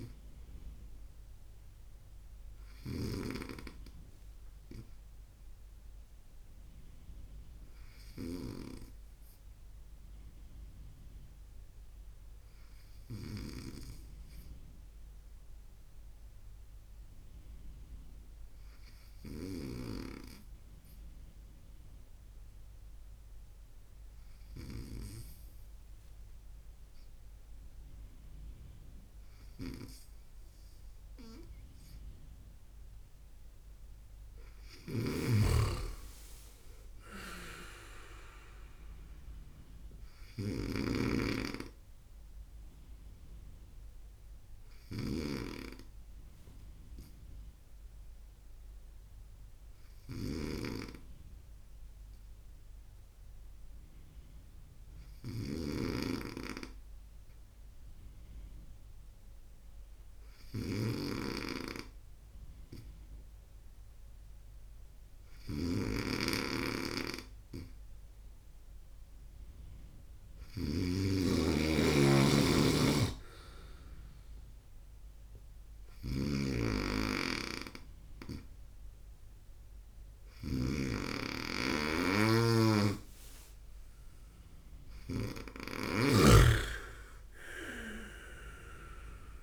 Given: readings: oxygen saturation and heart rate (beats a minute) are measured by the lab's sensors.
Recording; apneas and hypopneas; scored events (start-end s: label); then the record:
breathing in sleep by a room microphone; 2
2.00-13.00 s: snoring (device-marked)
7.50-32.00 s: obstructive apnea (oxygen 100% before, 97% lowest, heart rate 79 before, 55 extreme, up 8 after)
19.00-24.50 s: snoring (device-marked)
34.00-37.00 s: arousal
36.50-89.43 s: snoring (device-marked)
41.50-66.00 s: hypopnea (oxygen 100% before, 97% lowest, heart rate 73 before, 58 extreme, up 3 after)
70.00-74.50 s: arousal
From the record:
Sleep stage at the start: N2 (light sleep); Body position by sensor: on the right side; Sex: male